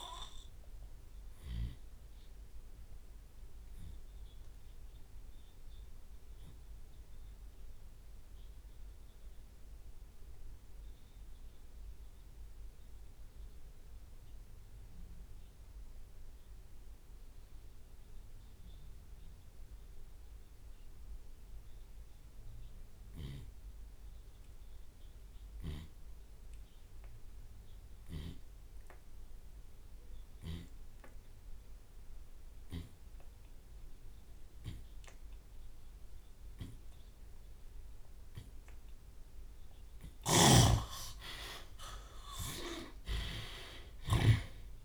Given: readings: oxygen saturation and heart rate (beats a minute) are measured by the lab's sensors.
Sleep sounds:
breathing in sleep by a room microphone; 1
0.00-12.50 s: drop in pulse transit time (device-marked)
2.00-39.50 s: obstructive apnea (oxygen 97% before, 73% lowest)
5.50-7.50 s: long interval between heartbeats (device-marked)
13.00-15.00 s: long interval between heartbeats (device-marked)
16.50-30.50 s: oxygen desaturation (device-marked, oxygen 95% before, 76% lowest)
17.50-27.50 s: drop in pulse transit time (device-marked)
26.50-28.50 s: long interval between heartbeats (device-marked)
31.00-33.00 s: long interval between heartbeats (device-marked, heart rate 33 before, 69 extreme)
33.50-35.50 s: long interval between heartbeats (device-marked, heart rate 40 before, 70 extreme)
38.50-40.50 s: long interval between heartbeats (device-marked, heart rate 53 before, 74 extreme)
38.50-44.85 s: drop in pulse transit time (device-marked)
40.00-44.50 s: snoring (device-marked)
41.50-44.85 s: arousal
From the record:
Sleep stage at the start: N2 (light sleep); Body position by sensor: on the left side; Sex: male

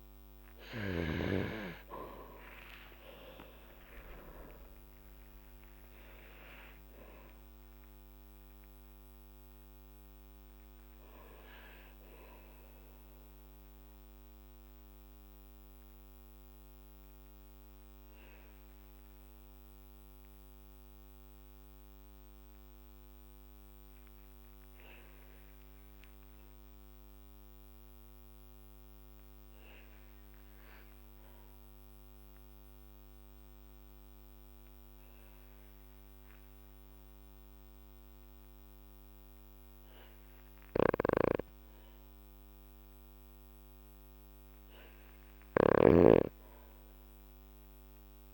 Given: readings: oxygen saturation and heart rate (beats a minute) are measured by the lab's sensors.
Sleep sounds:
breathing in sleep by a microphone on the trachea; 1
0.00-1.00 s: snoring (device-marked)
0.00-4.50 s: arousal
0.00-13.00 s: oxygen desaturation (device-marked, oxygen 94% lowest, heart rate 51 extreme)
2.50-4.50 s: long interval between heartbeats (device-marked, heart rate 52 before, 74 extreme)
4.50-6.50 s: long interval between heartbeats (device-marked, heart rate 55 before, 107 extreme)
14.00-41.00 s: obstructive apnea (oxygen 98% before, 94% lowest, heart rate 76 before, 50 extreme, up 3 after)
42.50-46.50 s: arousal
45.00-48.34 s: snoring (device-marked)
From the record:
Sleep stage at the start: N2 (light sleep); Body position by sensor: on the back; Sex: male

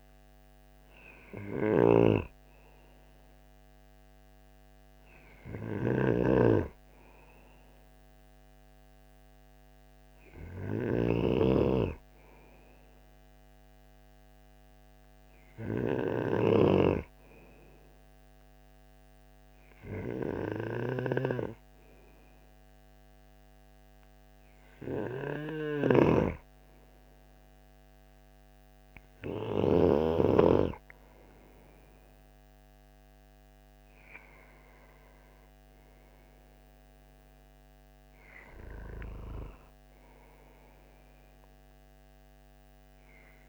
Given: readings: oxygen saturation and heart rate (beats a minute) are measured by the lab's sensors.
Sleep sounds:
breathing in sleep by a microphone on the trachea; 1
1.00-10.50 s: snoring (device-marked)
9.00-31.50 s: obstructive apnea (oxygen 98% before, 91% lowest, heart rate 66 before, 52 extreme, up 3 after)
23.50-43.49 s: oxygen desaturation (device-marked, oxygen 97% before, 91% lowest, heart rate 53 before, 52 extreme)
25.00-29.50 s: snoring (device-marked)
33.00-38.50 s: arousal
From the record:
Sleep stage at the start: N2 (light sleep); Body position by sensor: on the right side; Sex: male

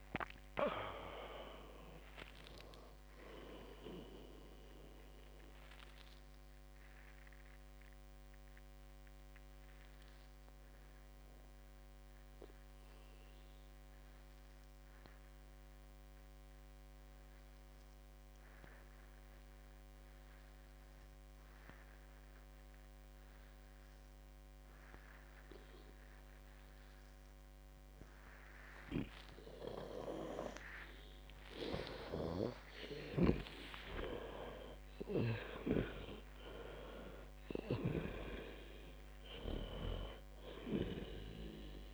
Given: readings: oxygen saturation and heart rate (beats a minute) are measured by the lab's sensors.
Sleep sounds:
breathing in sleep by a microphone on the trachea; 1
0.00-17.50 s: oxygen desaturation (device-marked, oxygen 91% lowest, heart rate 55 extreme)
5.00-32.00 s: mixed apnea (oxygen 97% before, 91% lowest, heart rate 89 before, 55 extreme, up 53 after)
30.50-41.94 s: oxygen desaturation (device-marked, oxygen 98% before, 92% lowest, heart rate 61 before, 56 extreme)
33.00-36.50 s: arousal
35.50-41.94 s: snoring (device-marked)
From the record:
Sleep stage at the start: N2 (light sleep); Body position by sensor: on the back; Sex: female

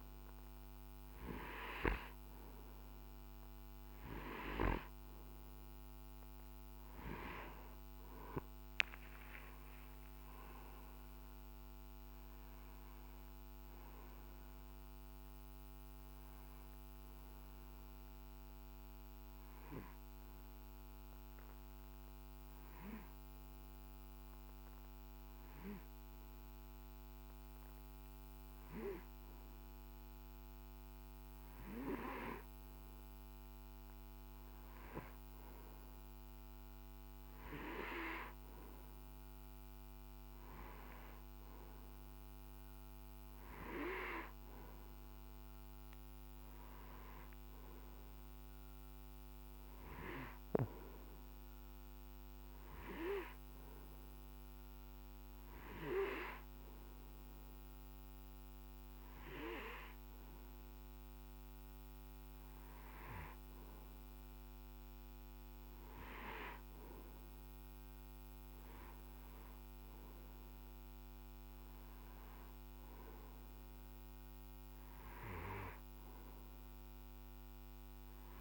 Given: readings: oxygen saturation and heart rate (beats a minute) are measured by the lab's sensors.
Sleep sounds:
breathing in sleep by a microphone on the trachea; 2
10.50-15.50 s: arousal
20.50-31.50 s: hypopnea (oxygen 94% before, 90% lowest, heart rate 67 before, 59 extreme, up 9 after)
35.00-40.00 s: arousal
36.50-50.50 s: oxygen desaturation (device-marked, oxygen 96% before, 92% lowest, heart rate 60 before, 61 extreme)
53.50-65.50 s: hypopnea (oxygen 96% before, 92% lowest, heart rate 64 before, 58 extreme, up 8 after)
68.00-72.50 s: arousal
From the record:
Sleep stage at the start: N2 (light sleep); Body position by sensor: on the right side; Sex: male

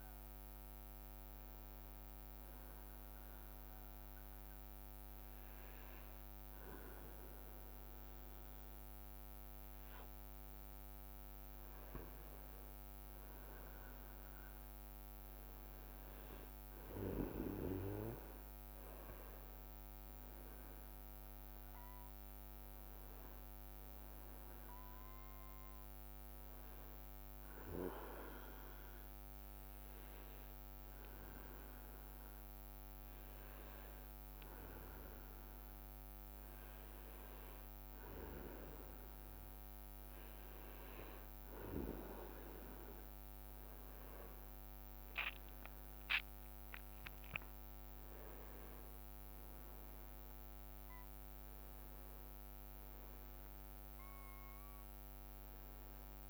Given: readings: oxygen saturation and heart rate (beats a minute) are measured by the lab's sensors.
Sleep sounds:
breathing in sleep by a microphone on the trachea; 2
0.50-11.00 s: hypopnea (oxygen 99% before, 95% lowest, heart rate 63 before, 63 extreme, up 5 after)
15.00-19.00 s: arousal
26.50-39.00 s: hypopnea (oxygen 98% before, 94% lowest, heart rate 67 before, 61 extreme, up 5 after)
48.50-52.50 s: arousal
From the record:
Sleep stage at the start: N2 (light sleep); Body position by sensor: on the back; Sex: male

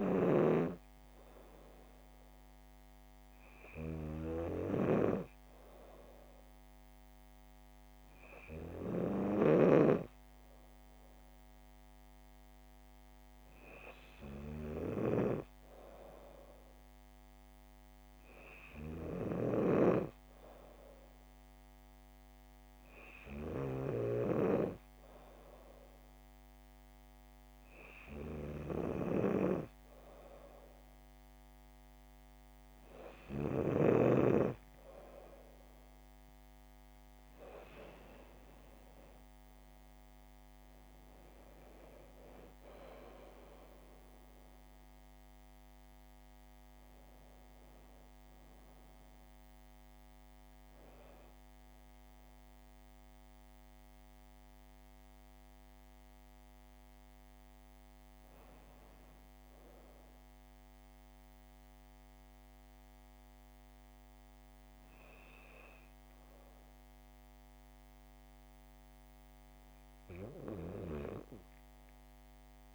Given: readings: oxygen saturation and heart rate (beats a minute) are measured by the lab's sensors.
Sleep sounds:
breathing in sleep by a microphone on the trachea; none
40.50-44.00 s: arousal
From the record:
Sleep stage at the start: N2 (light sleep); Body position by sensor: on the back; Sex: female

